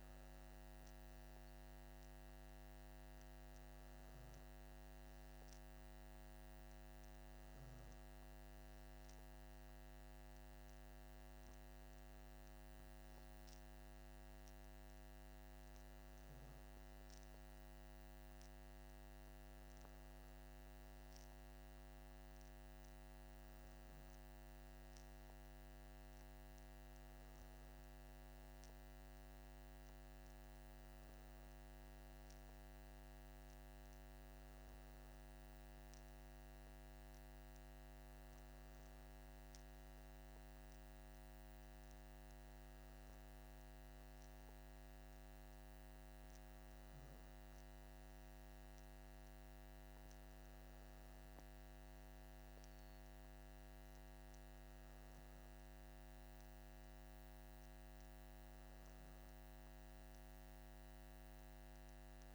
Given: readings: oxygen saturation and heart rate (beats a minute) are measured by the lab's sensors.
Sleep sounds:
breathing in sleep, hard to hear, by a microphone on the trachea; none
none scored
From the record:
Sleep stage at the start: N2 (light sleep); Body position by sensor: on the back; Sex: male

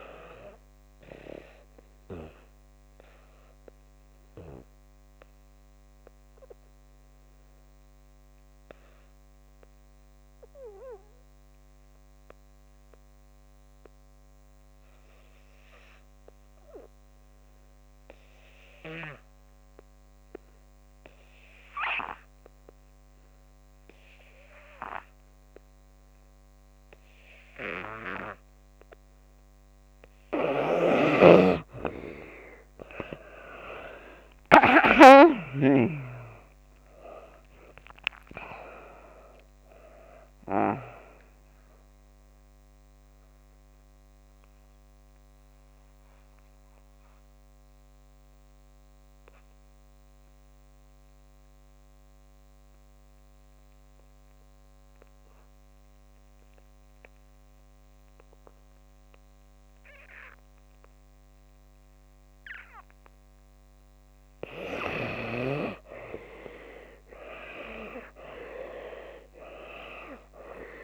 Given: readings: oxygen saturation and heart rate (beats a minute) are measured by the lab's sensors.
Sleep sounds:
breathing in sleep by a microphone on the trachea; 2
2.50-29.00 s: obstructive apnea (oxygen 95% before, 70% lowest)
5.00-18.00 s: oxygen desaturation (device-marked, oxygen 95% before, 82% lowest)
20.00-62.00 s: oxygen desaturation (device-marked, oxygen 96% before, 70% lowest)
33.00-37.50 s: arousal
43.00-64.50 s: mixed apnea (oxygen 96% before, 70% lowest)
64.00-70.84 s: oxygen desaturation (device-marked, oxygen 96% before, 73% lowest)
66.50-70.00 s: arousal
From the record:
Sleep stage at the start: N2 (light sleep); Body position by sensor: on the back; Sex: female

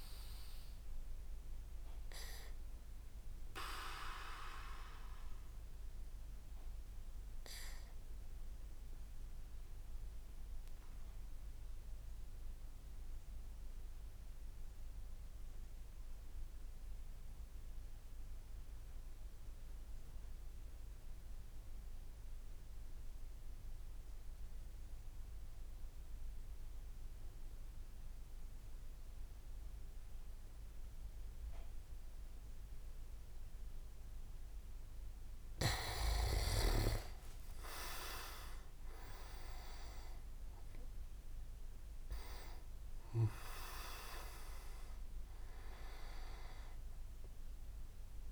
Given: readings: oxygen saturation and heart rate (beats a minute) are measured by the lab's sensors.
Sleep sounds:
breathing in sleep by a room microphone; 1
0.00-1.50 s: oxygen desaturation (device-marked, oxygen 95% lowest)
2.00-35.50 s: mixed apnea (oxygen 98% before, 95% lowest)
32.50-48.32 s: oxygen desaturation (device-marked, oxygen 99% before, 95% lowest)
37.50-41.50 s: arousal
From the record:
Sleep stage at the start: N2 (light sleep); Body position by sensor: on the back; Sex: male

